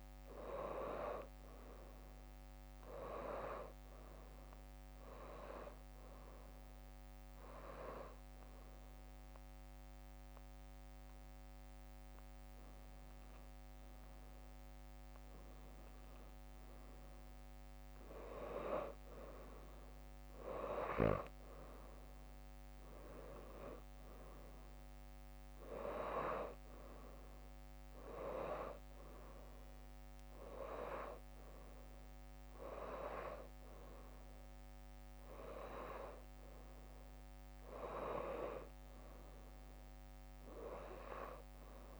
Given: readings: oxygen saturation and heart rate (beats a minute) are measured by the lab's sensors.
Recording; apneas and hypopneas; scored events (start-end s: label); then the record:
breathing in sleep by a microphone on the trachea; 1
1.50-12.50 s: drop in pulse transit time (device-marked, heart rate 63 before, 60 extreme)
3.00-14.00 s: hypopnea (oxygen 95% before, 93% lowest, heart rate 63 before, 60 extreme, up 7 after)
16.00-20.00 s: arousal
27.50-42.00 s: drop in pulse transit time (device-marked, heart rate 63 before, 60 extreme)
From the record:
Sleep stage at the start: N2 (light sleep); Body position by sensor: upright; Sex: female